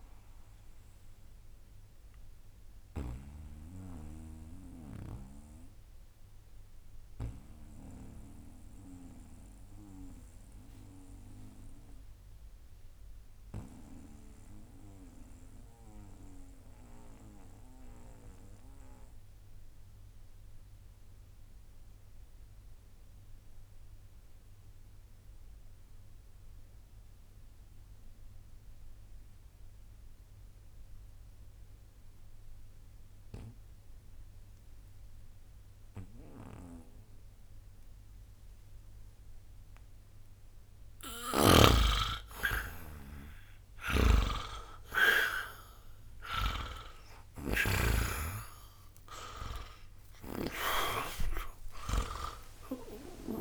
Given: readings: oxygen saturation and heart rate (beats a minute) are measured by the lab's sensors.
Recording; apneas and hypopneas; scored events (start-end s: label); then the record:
breathing in sleep by a room microphone; 1
0.00-19.00 s: oxygen desaturation (device-marked, oxygen 76% lowest, heart rate 60 extreme)
2.50-39.50 s: mixed apnea (oxygen 94% before, 76% lowest, heart rate 69 before, 60 extreme, up 1 after)
40.00-53.41 s: oxygen desaturation (device-marked, oxygen 98% before, 79% lowest, heart rate 61 before, 60 extreme)
43.50-47.50 s: snoring (device-marked)
46.00-52.00 s: arousal
From the record:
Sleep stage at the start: N2 (light sleep); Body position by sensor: on the back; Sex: male